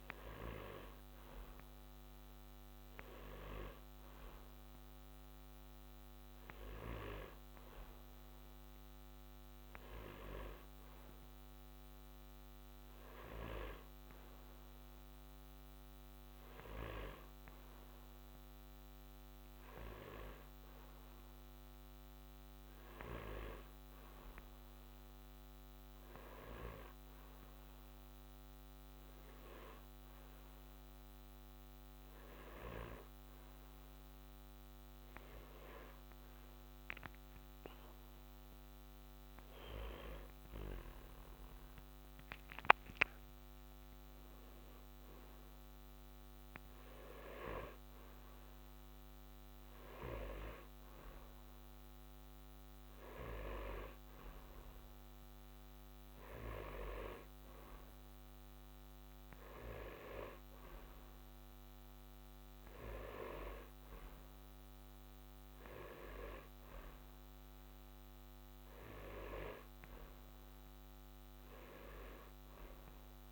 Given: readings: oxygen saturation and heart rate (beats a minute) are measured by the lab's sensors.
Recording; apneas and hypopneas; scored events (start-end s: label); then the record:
breathing in sleep by a microphone on the trachea; none
none scored
From the record:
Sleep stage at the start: N1 (lightest sleep); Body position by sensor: on the back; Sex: male